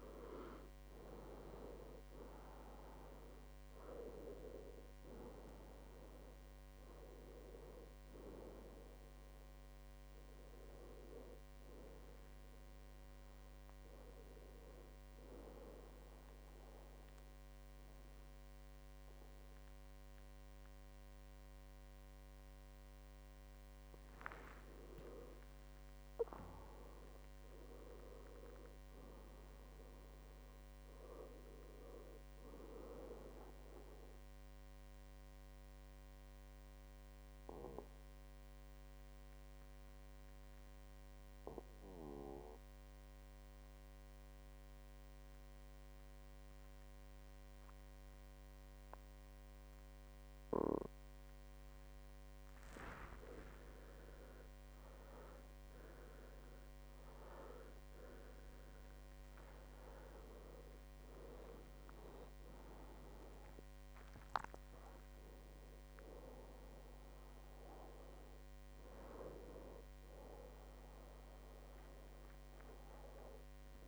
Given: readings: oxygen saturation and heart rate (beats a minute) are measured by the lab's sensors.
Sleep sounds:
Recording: breathing in sleep by a microphone on the trachea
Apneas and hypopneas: 2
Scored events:
0.00-24.50 s: oxygen desaturation (device-marked, oxygen 90% lowest, heart rate 63 extreme)
15.50-25.50 s: obstructive apnea (oxygen 98% before, 90% lowest, heart rate 77 before, 63 extreme, up 13 after)
27.00-29.00 s: long interval between heartbeats (device-marked, heart rate 74 before, 75 extreme)
27.00-30.50 s: arousal
35.00-52.00 s: obstructive apnea (oxygen 99% before, 92% lowest, heart rate 74 before, 63 extreme, up 20 after)
53.50-56.50 s: arousal
55.00-57.00 s: long interval between heartbeats (device-marked, heart rate 67 before, 71 extreme)
55.50-73.88 s: oxygen desaturation (device-marked, oxygen 98% before, 92% lowest, heart rate 67 before, 63 extreme)
From the record:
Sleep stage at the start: N2 (light sleep)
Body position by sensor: on the back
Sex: male

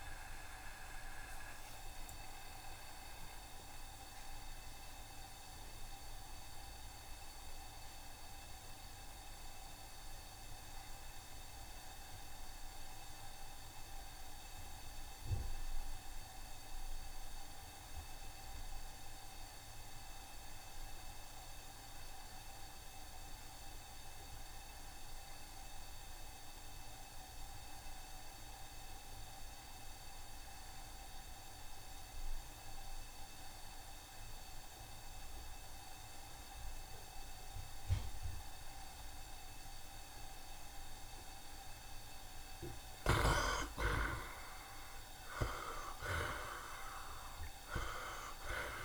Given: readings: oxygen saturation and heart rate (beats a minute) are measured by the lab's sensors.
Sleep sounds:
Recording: breathing in sleep by a room microphone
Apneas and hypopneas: 1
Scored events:
0.00-10.00 s: oxygen desaturation (device-marked, oxygen 63% lowest, heart rate 72 extreme)
0.50-42.50 s: obstructive apnea (oxygen 70% before, 62% lowest, heart rate 81 before, 70 extreme, up 23 after)
1.50-3.50 s: long interval between heartbeats (device-marked, heart rate 81 before, 85 extreme)
8.50-10.50 s: long interval between heartbeats (device-marked, heart rate 84 before, 100 extreme)
23.00-48.85 s: oxygen desaturation (device-marked, oxygen 91% before, 62% lowest, heart rate 85 before, 70 extreme)
43.00-45.00 s: long interval between heartbeats (device-marked, heart rate 75 before, 92 extreme)
44.50-48.85 s: arousal
From the record:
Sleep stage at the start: N2 (light sleep)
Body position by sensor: on the right side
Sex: male

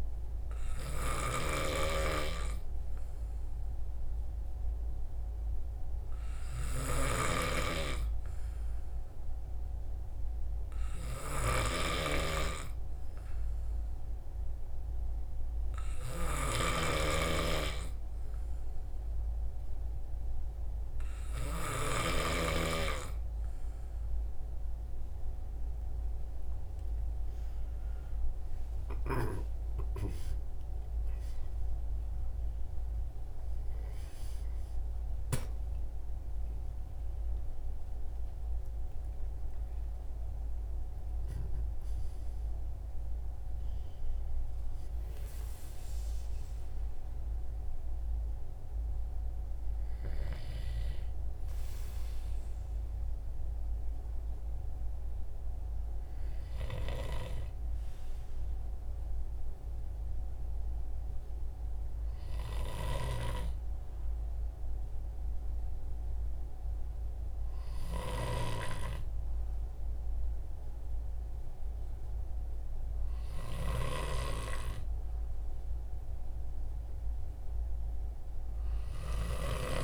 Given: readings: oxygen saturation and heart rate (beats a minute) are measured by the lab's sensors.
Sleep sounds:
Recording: breathing in sleep by a room microphone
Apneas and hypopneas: none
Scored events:
27.50-31.50 s: arousal
From the record:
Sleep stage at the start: N2 (light sleep)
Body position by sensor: on the right side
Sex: male

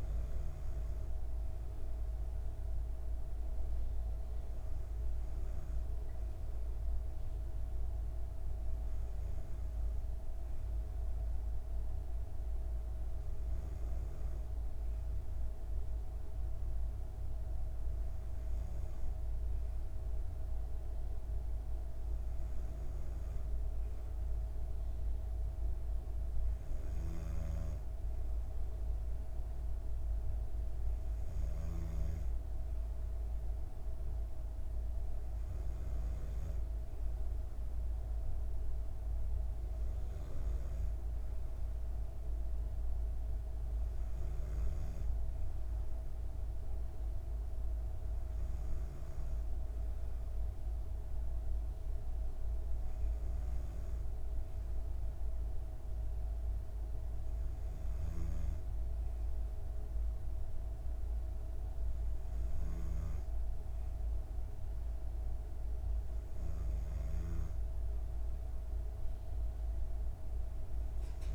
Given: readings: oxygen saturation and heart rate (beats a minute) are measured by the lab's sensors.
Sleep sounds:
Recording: breathing in sleep, hard to hear, by a room microphone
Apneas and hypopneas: none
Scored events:
none scored
From the record:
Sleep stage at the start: N2 (light sleep)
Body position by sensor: on the back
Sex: female

